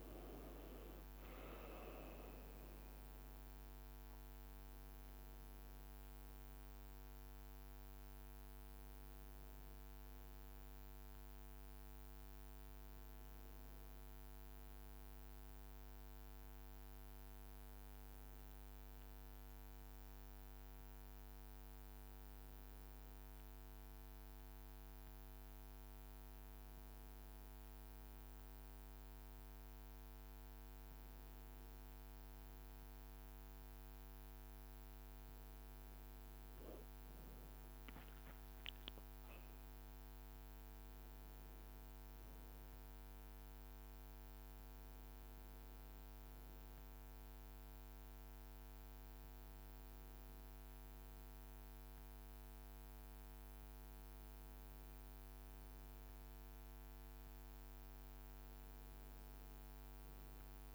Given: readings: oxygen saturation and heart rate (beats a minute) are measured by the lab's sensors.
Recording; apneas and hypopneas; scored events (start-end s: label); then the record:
breathing in sleep, hard to hear, by a microphone on the trachea; 1
1.00-23.00 s: oxygen desaturation (device-marked, oxygen 99% before, 94% lowest, heart rate 58 before, 55 extreme)
20.00-33.50 s: hypopnea (oxygen 99% before, 94% lowest, heart rate 61 before, 56 extreme, up 4 after)
36.00-40.00 s: arousal
38.00-42.50 s: leg movement (device-marked)
38.00-57.00 s: oxygen desaturation (device-marked, oxygen 97% before, 94% lowest, heart rate 56 before, 56 extreme)
From the record:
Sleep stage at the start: N1 (lightest sleep); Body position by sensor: on the back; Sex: male